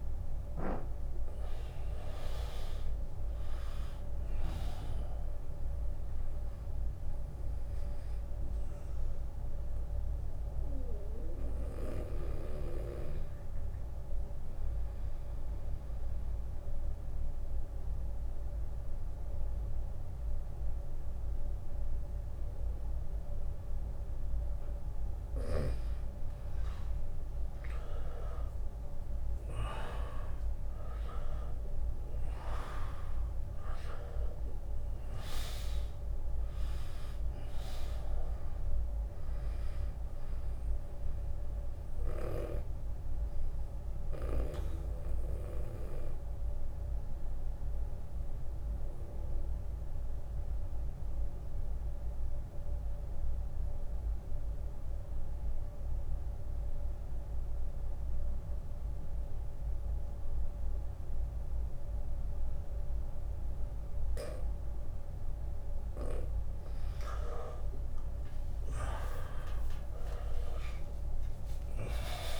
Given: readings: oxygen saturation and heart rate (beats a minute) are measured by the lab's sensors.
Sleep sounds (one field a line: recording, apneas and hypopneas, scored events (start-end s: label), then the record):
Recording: breathing in sleep by a room microphone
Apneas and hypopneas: 2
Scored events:
0.00-18.00 s: oxygen desaturation (device-marked, oxygen 95% lowest, heart rate 70 extreme)
8.00-10.00 s: long interval between heartbeats (device-marked, heart rate 77 before, 80 extreme)
9.00-25.00 s: mixed apnea (oxygen 100% before, 94% lowest, heart rate 78 before, 70 extreme, up 15 after)
28.50-33.00 s: arousal
36.00-52.00 s: oxygen desaturation (device-marked, oxygen 100% before, 94% lowest, heart rate 77 before, 66 extreme)
41.00-65.00 s: obstructive apnea (oxygen 100% before, 92% lowest, heart rate 78 before, 66 extreme, up 11 after)
66.50-72.40 s: arousal
68.00-72.40 s: oxygen desaturation (device-marked, oxygen 100% before, 92% lowest, heart rate 72 before, 56 extreme)
70.00-72.40 s: drop in pulse transit time (device-marked, heart rate 72 before, 75 extreme)
From the record:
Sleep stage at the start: N2 (light sleep)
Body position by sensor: on the right side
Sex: male